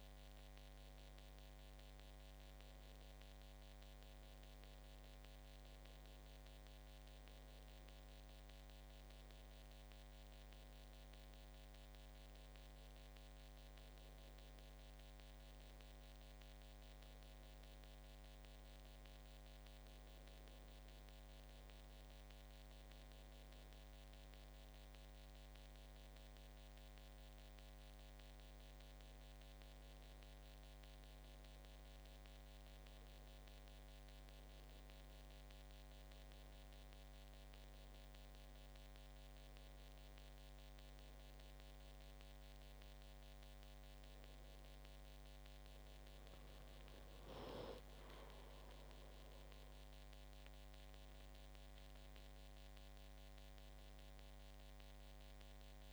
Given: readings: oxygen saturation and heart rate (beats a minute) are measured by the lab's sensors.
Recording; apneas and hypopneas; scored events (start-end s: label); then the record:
breathing in sleep, hard to hear, by a microphone on the trachea; none
none scored
From the record:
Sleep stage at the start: N2 (light sleep); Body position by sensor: on the back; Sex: male